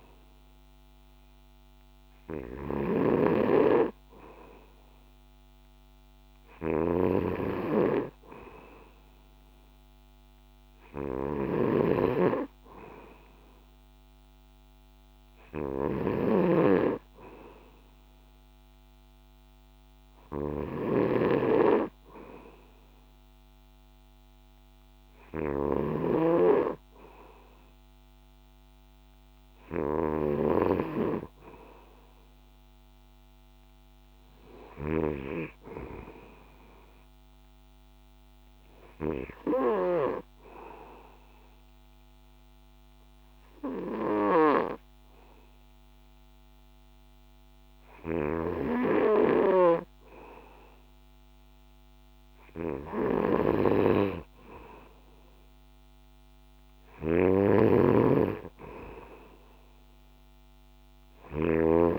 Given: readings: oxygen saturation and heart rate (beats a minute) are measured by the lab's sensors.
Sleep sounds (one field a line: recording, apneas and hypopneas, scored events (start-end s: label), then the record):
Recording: breathing in sleep by a microphone on the trachea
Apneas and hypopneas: 1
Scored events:
0.00-35.00 s: snoring (device-marked)
41.00-52.00 s: hypopnea (oxygen 95% before, 93% lowest, heart rate 65 before, 63 extreme, up 0 after)
48.00-61.99 s: snoring (device-marked)
55.50-58.50 s: arousal
From the record:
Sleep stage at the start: N2 (light sleep)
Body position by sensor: on the back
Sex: male